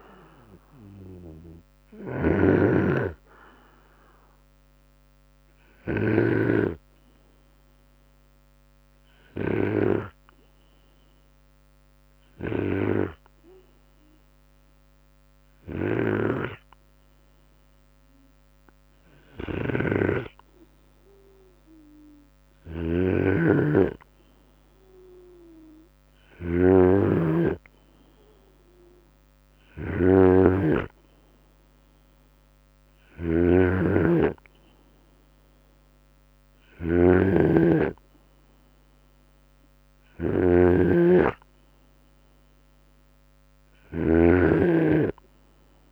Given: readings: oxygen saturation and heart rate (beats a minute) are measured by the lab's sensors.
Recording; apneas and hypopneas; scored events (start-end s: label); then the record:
breathing in sleep by a microphone on the trachea; 1
0.00-1.50 s: drop in pulse transit time (device-marked, heart rate 68 extreme)
0.00-5.50 s: snoring (device-marked)
9.00-21.00 s: hypopnea (oxygen 100% before, 94% lowest, heart rate 73 before, 64 extreme, up 19 after)
18.50-45.92 s: snoring (device-marked)
25.00-28.50 s: arousal
29.00-31.00 s: long interval between heartbeats (device-marked, heart rate 71 before, 78 extreme)
From the record:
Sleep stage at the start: N2 (light sleep); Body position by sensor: on the right side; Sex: male